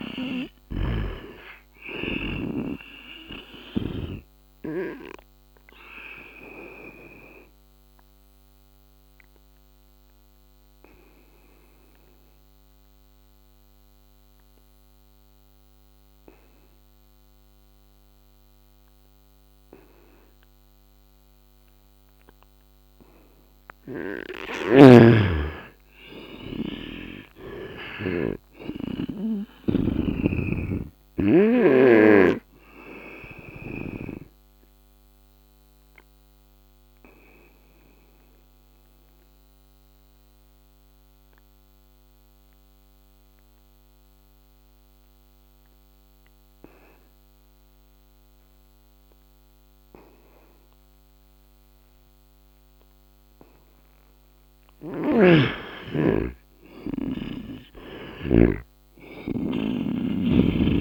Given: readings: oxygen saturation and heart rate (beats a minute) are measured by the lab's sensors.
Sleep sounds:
breathing in sleep by a microphone on the trachea; 2
0.00-2.00 s: snoring (device-marked)
0.00-3.50 s: oxygen desaturation (device-marked, oxygen 89% lowest, heart rate 69 extreme)
5.50-22.50 s: obstructive apnea (oxygen 96% before, 88% lowest, heart rate 73 before, 69 extreme, up 11 after)
15.50-29.50 s: oxygen desaturation (device-marked, oxygen 96% before, 89% lowest, heart rate 75 before, 70 extreme)
24.00-28.50 s: snoring (device-marked)
25.50-29.50 s: arousal
33.00-54.00 s: obstructive apnea (oxygen 96% before, 87% lowest, heart rate 73 before, 70 extreme, up 10 after)
43.50-57.50 s: oxygen desaturation (device-marked, oxygen 95% before, 88% lowest, heart rate 75 before, 71 extreme)
54.50-58.00 s: snoring (device-marked)
56.00-59.50 s: arousal
59.50-60.81 s: oxygen desaturation (device-marked, oxygen 97% before, 91% lowest, heart rate 73 before, 74 extreme)
From the record:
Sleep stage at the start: N2 (light sleep); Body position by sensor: on the right side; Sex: male

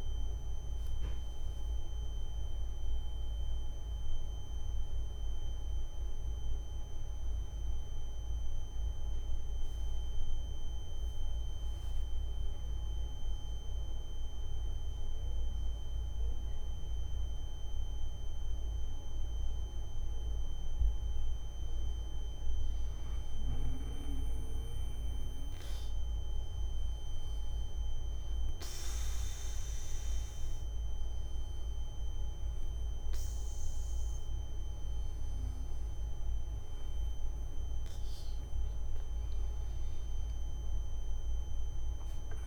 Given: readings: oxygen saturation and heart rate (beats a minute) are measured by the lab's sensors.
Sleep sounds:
breathing in sleep, hard to hear, by a room microphone; 1
0.00-2.00 s: oxygen desaturation (device-marked, oxygen 93% lowest)
23.00-36.00 s: obstructive apnea (oxygen 99% before, 93% lowest)
From the record:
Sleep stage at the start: N3 (deep sleep); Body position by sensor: on the back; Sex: male

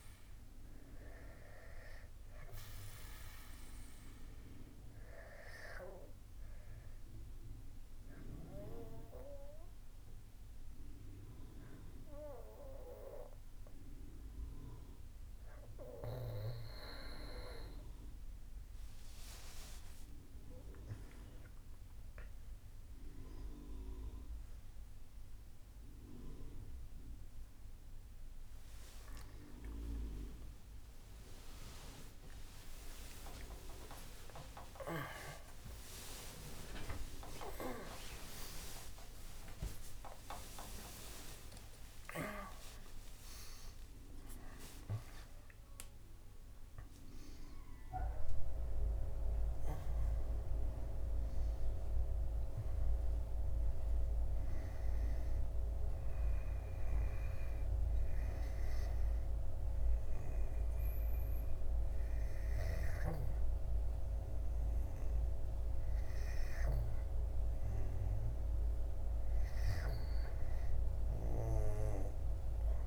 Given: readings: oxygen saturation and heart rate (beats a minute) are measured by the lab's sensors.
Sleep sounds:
a person partly awake in a sleep study, by a room microphone; 1
7.50-17.50 s: obstructive apnea (oxygen 96% before, 88% lowest, heart rate 71 before, 69 extreme, up 19 after)
15.00-45.00 s: new sleep stage, awake
21.00-46.00 s: oxygen desaturation (device-marked, oxygen 95% before, 88% lowest, heart rate 73 before, 61 extreme)
45.00-72.87 s: new sleep stage, N2 (light sleep)
From the record:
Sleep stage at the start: N2 (light sleep); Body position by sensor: on the back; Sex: male

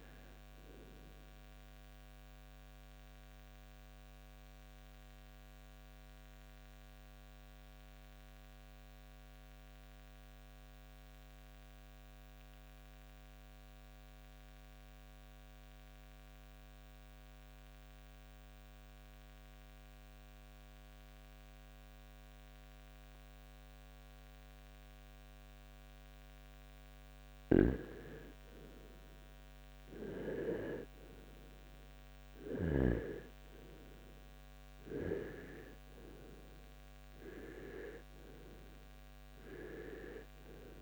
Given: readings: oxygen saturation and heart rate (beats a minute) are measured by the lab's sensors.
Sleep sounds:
breathing in sleep by a microphone on the trachea; 1
0.00-18.50 s: oxygen desaturation (device-marked, oxygen 85% lowest, heart rate 53 extreme)
0.50-26.00 s: mixed apnea (oxygen 93% before, 85% lowest, heart rate 72 before, 53 extreme, up 2 after)
28.00-31.50 s: arousal
From the record:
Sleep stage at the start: REM sleep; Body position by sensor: on the right side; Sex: male

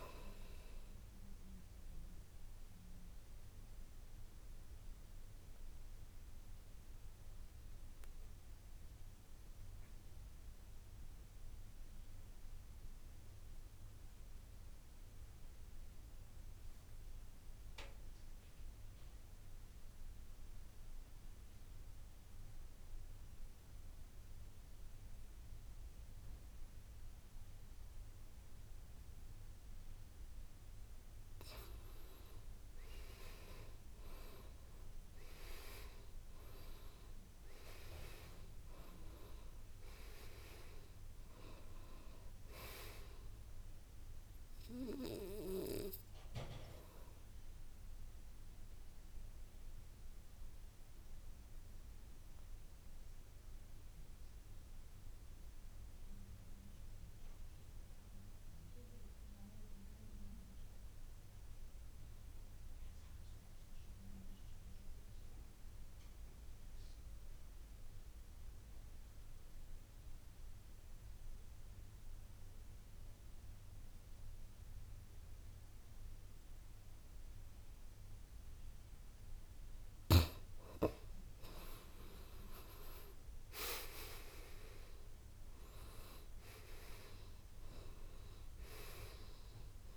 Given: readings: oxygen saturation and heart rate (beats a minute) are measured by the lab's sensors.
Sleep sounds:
breathing in sleep by a room microphone; 2
0.00-18.50 s: oxygen desaturation (device-marked, oxygen 82% lowest, heart rate 52 extreme)
2.00-31.00 s: obstructive apnea (oxygen 98% before, 82% lowest, heart rate 63 before, 52 extreme, up 10 after)
32.50-36.50 s: arousal
35.50-63.50 s: oxygen desaturation (device-marked, oxygen 98% before, 82% lowest, heart rate 58 before, 51 extreme)
45.50-80.00 s: obstructive apnea (oxygen 98% before, 77% lowest, heart rate 64 before, 51 extreme, up 11 after)
77.50-89.97 s: oxygen desaturation (device-marked, oxygen 98% before, 77% lowest, heart rate 55 before, 54 extreme)
81.50-86.50 s: arousal
From the record:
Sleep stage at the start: N2 (light sleep); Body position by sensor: on the back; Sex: male

